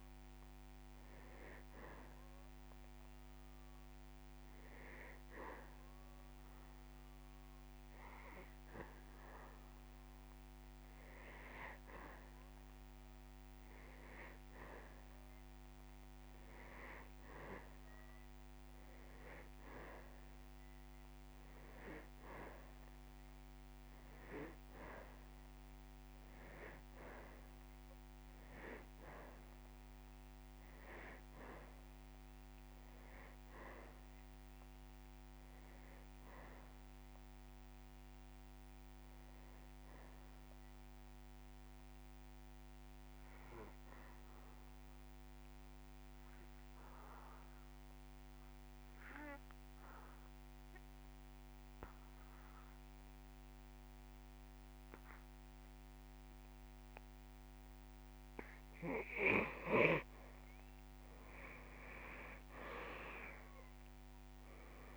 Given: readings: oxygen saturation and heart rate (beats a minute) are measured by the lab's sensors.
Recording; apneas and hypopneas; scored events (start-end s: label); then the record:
breathing in sleep by a microphone on the trachea; 2
0.00-7.00 s: oxygen desaturation (device-marked, oxygen 89% lowest)
0.50-13.00 s: hypopnea (oxygen 96% before, 91% lowest)
15.50-19.00 s: arousal
41.50-59.50 s: obstructive apnea (oxygen 99% before, 87% lowest)
53.50-55.50 s: long interval between heartbeats (device-marked)
61.50-64.96 s: arousal
63.00-64.96 s: oxygen desaturation (device-marked, oxygen 97% before, 92% lowest)
From the record:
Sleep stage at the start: N2 (light sleep); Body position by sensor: on the back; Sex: male